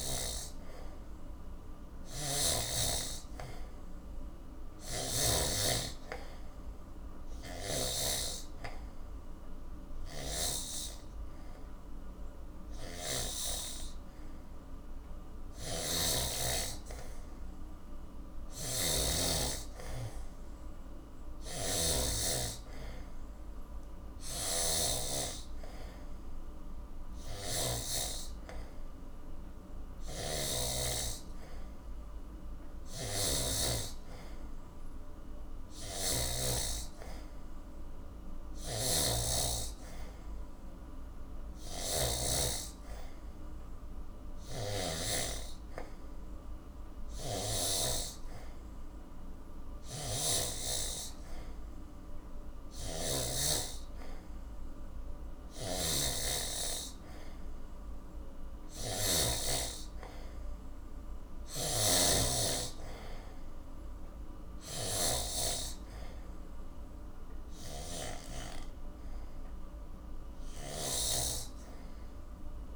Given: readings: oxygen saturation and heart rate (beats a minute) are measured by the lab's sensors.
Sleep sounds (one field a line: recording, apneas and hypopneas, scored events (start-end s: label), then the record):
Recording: breathing in sleep by a room microphone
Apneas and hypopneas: none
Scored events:
2.00-5.50 s: snoring (device-marked)
10.00-25.00 s: snoring (device-marked)
27.00-36.50 s: snoring (device-marked)
38.50-71.00 s: snoring (device-marked)
From the record:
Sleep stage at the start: N3 (deep sleep)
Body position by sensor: on the back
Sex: male